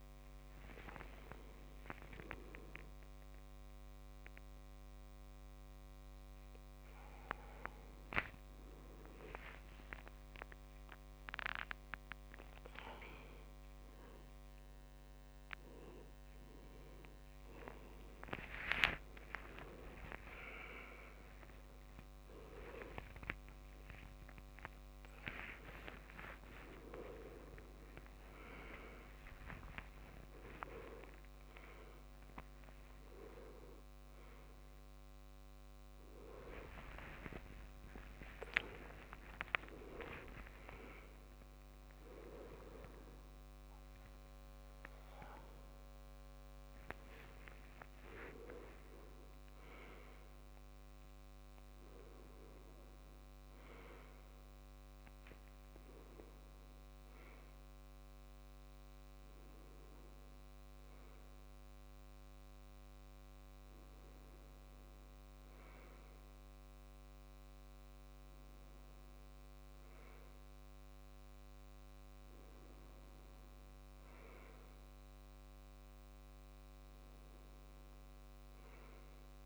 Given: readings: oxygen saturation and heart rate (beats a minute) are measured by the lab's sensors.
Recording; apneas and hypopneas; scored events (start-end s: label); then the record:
a person awake in a sleep study, by a microphone on the trachea; none
33.50-39.50 s: tachycardia (device-marked, heart rate 87 before, 103 extreme)
37.00-39.00 s: long interval between heartbeats (device-marked, heart rate 87 before, 101 extreme)
41.50-79.46 s: new sleep stage, N1 (lightest sleep)
From the record:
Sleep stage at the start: awake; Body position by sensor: on the left side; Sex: male